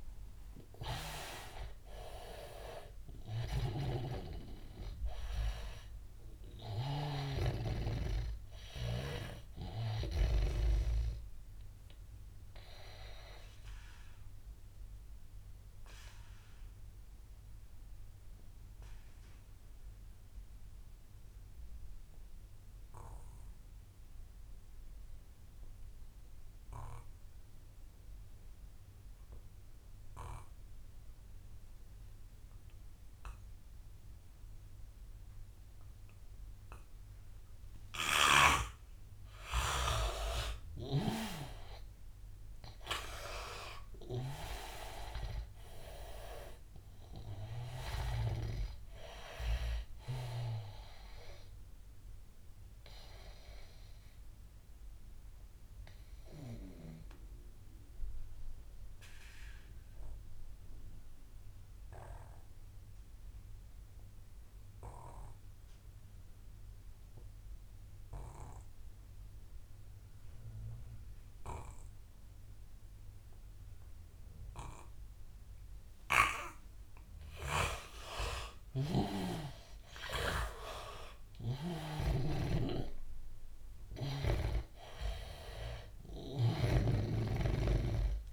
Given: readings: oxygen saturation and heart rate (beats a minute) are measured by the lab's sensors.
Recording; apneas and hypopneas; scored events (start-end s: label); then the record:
breathing in sleep by a room microphone; 2
0.00-2.00 s: arousal
0.00-20.50 s: oxygen desaturation (device-marked, oxygen 82% lowest, heart rate 88 extreme)
3.50-10.50 s: snoring (device-marked)
11.00-38.50 s: obstructive apnea (oxygen 99% before, 81% lowest, heart rate 92 before, 88 extreme, up 6 after)
33.50-63.50 s: oxygen desaturation (device-marked, oxygen 99% before, 81% lowest, heart rate 90 before, 85 extreme)
40.50-45.00 s: arousal
52.50-77.00 s: obstructive apnea (oxygen 99% before, 81% lowest, heart rate 91 before, 81 extreme, up 11 after)
78.50-82.00 s: snoring (device-marked)
79.50-84.50 s: arousal
80.50-88.33 s: oxygen desaturation (device-marked, oxygen 98% before, 83% lowest, heart rate 89 before, 81 extreme)
86.50-88.33 s: snoring (device-marked)
From the record:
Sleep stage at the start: N2 (light sleep); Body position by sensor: on the back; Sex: male